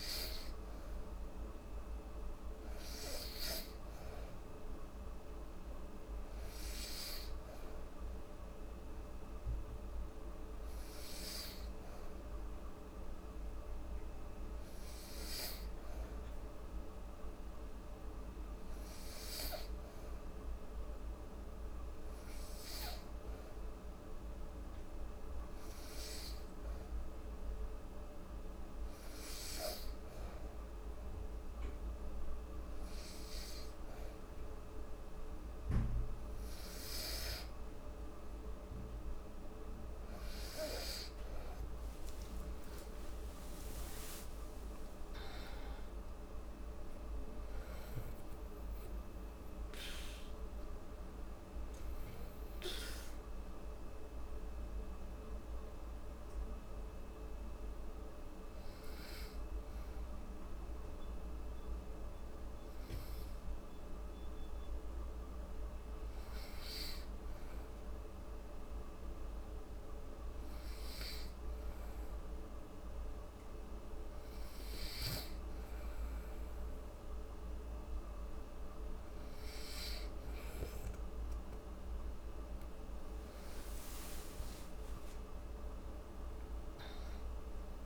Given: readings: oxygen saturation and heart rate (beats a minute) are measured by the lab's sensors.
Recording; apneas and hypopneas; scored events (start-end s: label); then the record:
breathing in sleep, hard to hear, by a room microphone; 2
0.00-17.50 s: oxygen desaturation (device-marked, oxygen 91% lowest, heart rate 72 extreme)
7.00-32.50 s: hypopnea (oxygen 97% before, 91% lowest, heart rate 73 before, 71 extreme, up 2 after)
42.00-45.50 s: arousal
58.00-74.50 s: hypopnea (oxygen 94% before, 93% lowest, heart rate 82 before, 66 extreme, up 2 after)
83.00-86.50 s: arousal
From the record:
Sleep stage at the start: N2 (light sleep); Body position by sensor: on the back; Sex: female